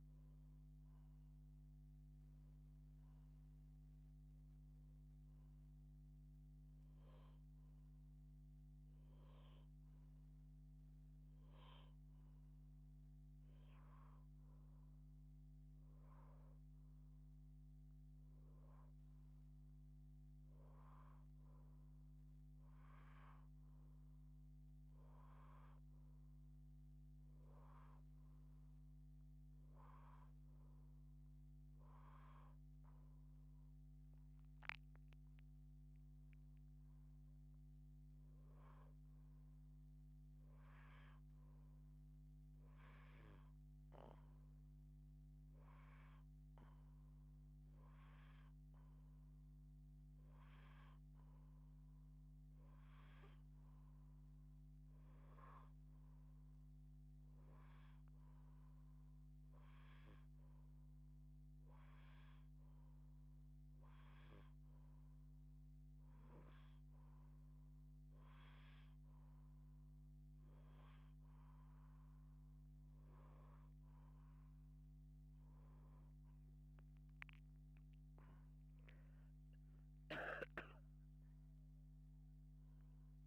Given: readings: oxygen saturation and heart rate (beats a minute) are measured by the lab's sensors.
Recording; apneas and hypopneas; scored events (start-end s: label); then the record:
a person awake in a sleep study, by a microphone on the trachea; none
none scored
From the record:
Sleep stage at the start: awake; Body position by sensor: on the left side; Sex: female